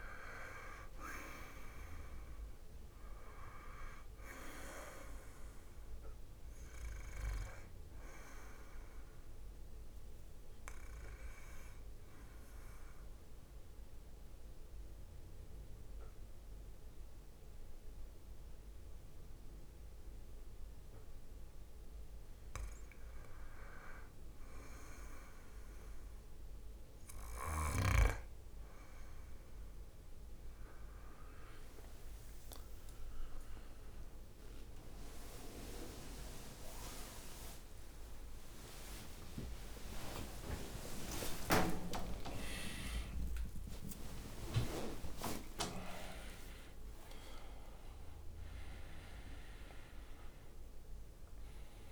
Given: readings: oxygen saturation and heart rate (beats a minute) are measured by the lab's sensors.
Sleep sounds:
a person partly awake in a sleep study, by a room microphone; 1
0.00-2.00 s: arousal
0.00-17.50 s: oxygen desaturation (device-marked, oxygen 93% lowest, heart rate 58 extreme)
12.00-23.50 s: central apnea (oxygen 98% before, 94% lowest, heart rate 64 before, 58 extreme, up 4 after)
27.50-51.92 s: new sleep stage, awake
32.50-44.50 s: drop in pulse transit time (device-marked, heart rate 60 before, 63 extreme)
41.00-43.00 s: long interval between heartbeats (device-marked, heart rate 63 before, 79 extreme)
41.50-43.50 s: tachycardia (device-marked, heart rate 63 before, 81 extreme)
44.50-46.50 s: long interval between heartbeats (device-marked, heart rate 67 before, 101 extreme)
From the record:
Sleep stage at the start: N2 (light sleep); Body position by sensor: on the back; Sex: male

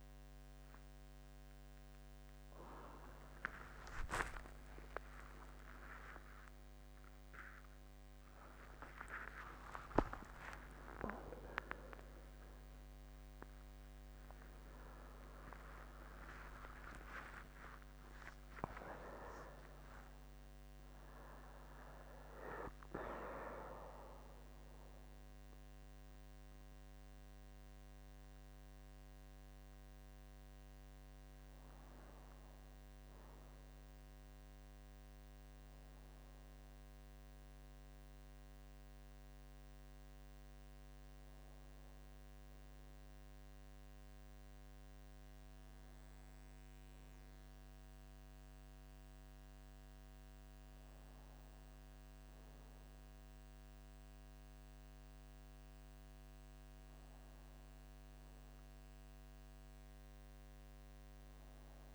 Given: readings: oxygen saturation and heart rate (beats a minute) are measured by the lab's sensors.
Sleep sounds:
a person partly awake in a sleep study, by a microphone on the trachea; none
14.50-61.95 s: new sleep stage, N2 (light sleep)
27.50-40.50 s: oxygen desaturation (device-marked, oxygen 98% before, 95% lowest, heart rate 115 before, 67 extreme)
57.50-61.95 s: oxygen desaturation (device-marked, oxygen 98% before, 95% lowest, heart rate 69 before, 66 extreme)
From the record:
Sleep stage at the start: awake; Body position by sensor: on the back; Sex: male

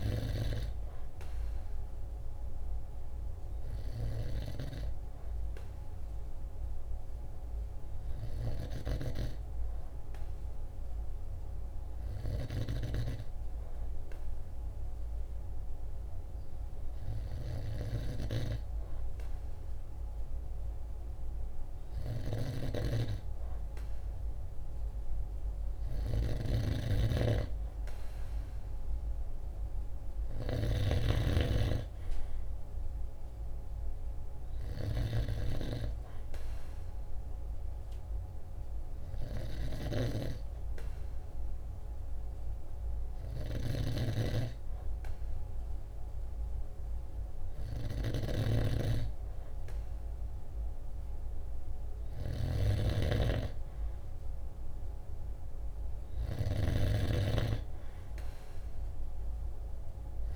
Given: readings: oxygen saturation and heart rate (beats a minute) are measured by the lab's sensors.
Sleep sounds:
breathing in sleep by a room microphone; 2
2.00-22.50 s: hypopnea (oxygen 95% before, 94% lowest, heart rate 48 before, 47 extreme, up 1 after)
25.00-28.50 s: arousal
27.00-31.00 s: snoring (device-marked)
37.00-50.50 s: hypopnea (oxygen 96% before, 94% lowest, heart rate 48 before, 47 extreme, up 0 after)
52.50-60.36 s: snoring (device-marked)
53.50-57.00 s: arousal
From the record:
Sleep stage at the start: N2 (light sleep); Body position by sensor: on the right side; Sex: male

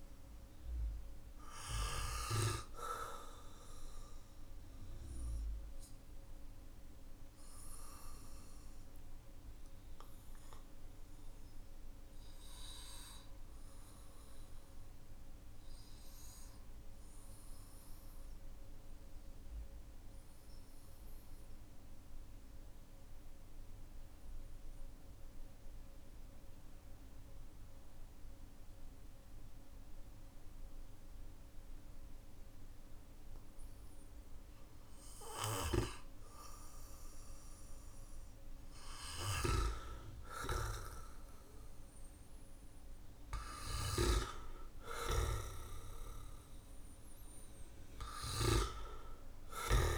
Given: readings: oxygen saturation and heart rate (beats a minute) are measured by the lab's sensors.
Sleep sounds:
breathing in sleep by a room microphone; 1
2.50-38.00 s: obstructive apnea (oxygen 96% before, 93% lowest, heart rate 56 before, 46 extreme, up 6 after)
38.50-49.98 s: snoring (device-marked)
40.50-43.50 s: arousal
40.50-49.98 s: oxygen desaturation (device-marked, oxygen 99% before, 93% lowest, heart rate 57 before, 46 extreme)
From the record:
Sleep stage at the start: N2 (light sleep); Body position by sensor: on the back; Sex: male

